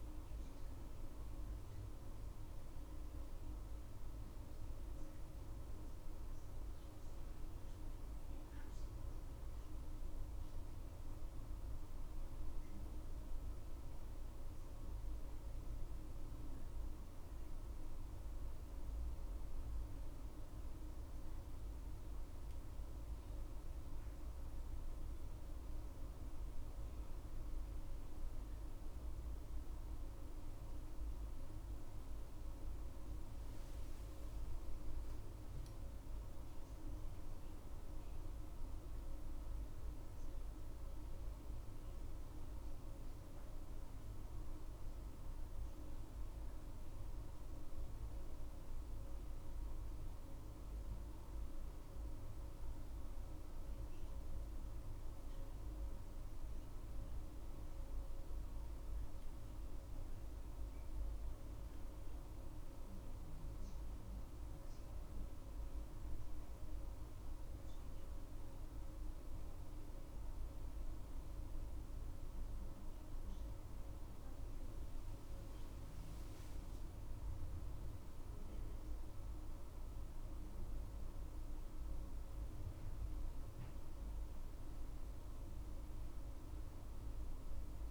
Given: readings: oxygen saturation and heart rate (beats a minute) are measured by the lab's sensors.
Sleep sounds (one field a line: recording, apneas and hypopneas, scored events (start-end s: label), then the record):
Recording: breathing in sleep, hard to hear, by a room microphone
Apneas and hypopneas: none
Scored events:
59.50-87.91 s: new sleep stage, N2 (light sleep)
From the record:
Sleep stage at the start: N1 (lightest sleep)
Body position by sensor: on the back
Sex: female